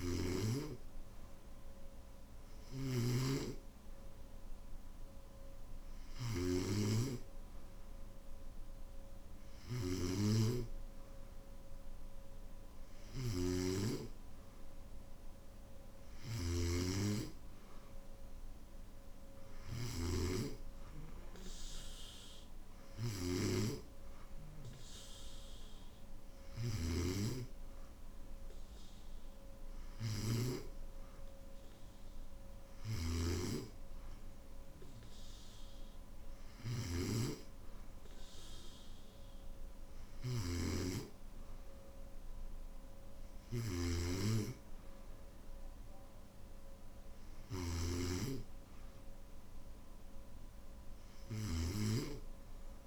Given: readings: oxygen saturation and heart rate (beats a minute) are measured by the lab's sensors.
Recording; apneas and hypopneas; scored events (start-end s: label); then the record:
breathing in sleep by a room microphone; none
13.00-20.00 s: snoring (device-marked)
40.00-52.87 s: snoring (device-marked)
From the record:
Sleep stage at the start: N3 (deep sleep); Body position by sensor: on the back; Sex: male